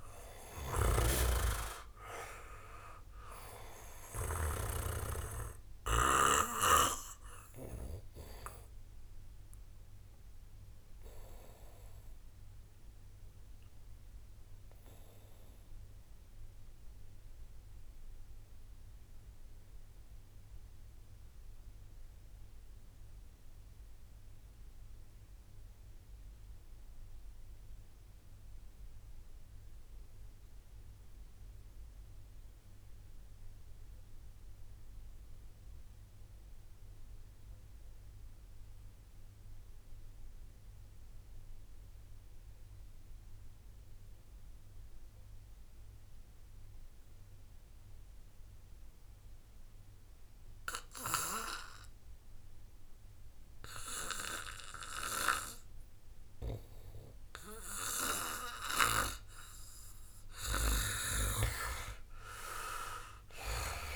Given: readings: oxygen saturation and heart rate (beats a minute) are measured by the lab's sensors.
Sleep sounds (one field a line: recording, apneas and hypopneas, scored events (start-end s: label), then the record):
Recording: breathing in sleep by a room microphone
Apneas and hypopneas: 1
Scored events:
0.00-4.50 s: snoring (device-marked)
0.00-24.00 s: oxygen desaturation (device-marked, oxygen 87% lowest, heart rate 32 extreme)
14.00-59.50 s: mixed apnea (oxygen 95% before, 83% lowest, heart rate 53 before, 31 extreme, up 5 after)
24.00-63.95 s: new sleep stage, REM sleep
40.00-63.95 s: oxygen desaturation (device-marked, oxygen 97% before, 83% lowest, heart rate 67 before, 31 extreme)
61.50-63.95 s: arousal
From the record:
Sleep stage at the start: N2 (light sleep)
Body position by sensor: on the back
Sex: male